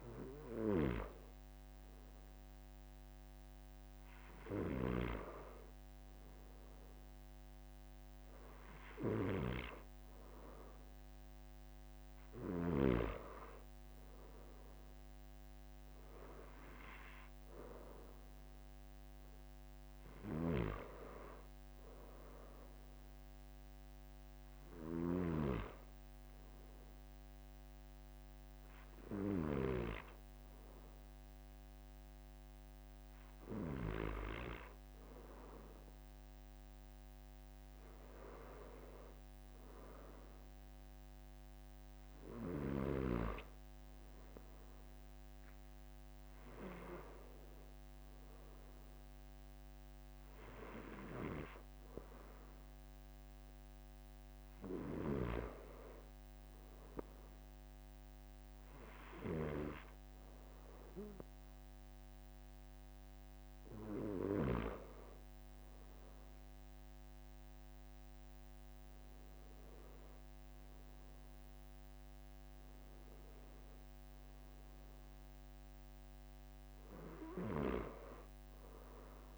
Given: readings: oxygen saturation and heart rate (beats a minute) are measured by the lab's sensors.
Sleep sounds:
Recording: breathing in sleep by a microphone on the trachea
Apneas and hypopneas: none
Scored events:
4.00-6.00 s: long interval between heartbeats (device-marked, heart rate 51 before, 56 extreme)
22.50-24.50 s: long interval between heartbeats (device-marked, heart rate 51 before, 57 extreme)
From the record:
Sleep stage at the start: N2 (light sleep)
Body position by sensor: on the back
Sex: male

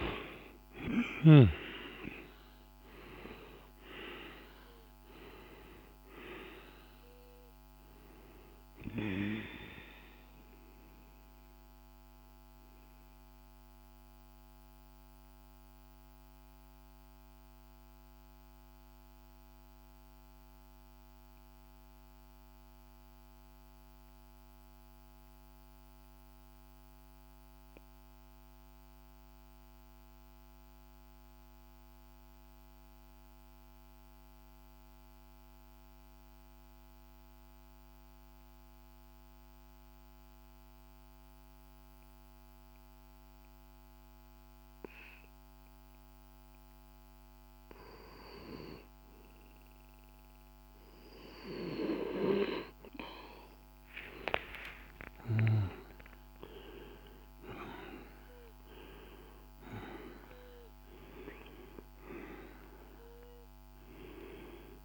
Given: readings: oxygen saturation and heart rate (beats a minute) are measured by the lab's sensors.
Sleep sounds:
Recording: breathing in sleep by a microphone on the trachea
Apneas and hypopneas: 1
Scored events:
0.00-23.00 s: oxygen desaturation (device-marked, oxygen 85% lowest, heart rate 28 extreme)
10.00-52.50 s: mixed apnea (oxygen 97% before, 85% lowest, heart rate 44 before, 28 extreme, up 12 after)
41.00-64.85 s: oxygen desaturation (device-marked, oxygen 100% before, 88% lowest, heart rate 50 before, 28 extreme)
53.00-58.00 s: arousal
From the record:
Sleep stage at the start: N2 (light sleep)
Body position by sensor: on the back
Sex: male

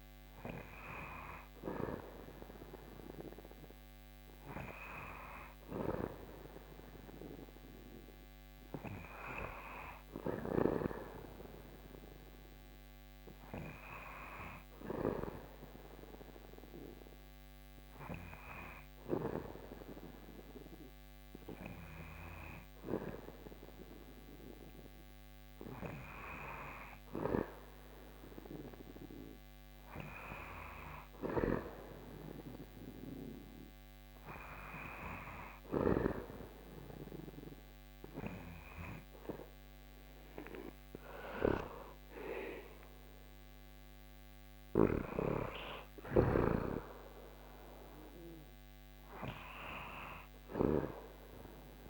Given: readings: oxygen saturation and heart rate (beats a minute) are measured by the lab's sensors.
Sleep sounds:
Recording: breathing in sleep by a microphone on the trachea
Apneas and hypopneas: none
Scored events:
16.50-51.90 s: new sleep stage, N2 (light sleep)
From the record:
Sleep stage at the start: REM sleep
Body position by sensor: on the back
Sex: male

